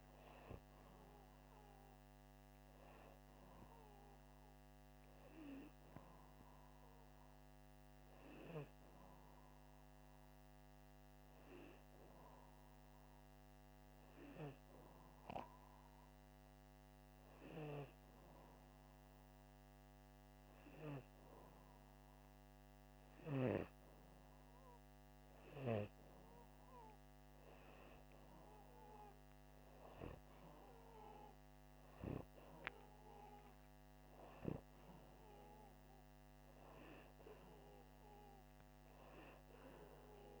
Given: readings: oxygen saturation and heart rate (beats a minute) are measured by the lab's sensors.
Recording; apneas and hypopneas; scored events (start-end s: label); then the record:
breathing in sleep by a microphone on the trachea; none
none scored
From the record:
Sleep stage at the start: N2 (light sleep); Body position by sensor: upright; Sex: male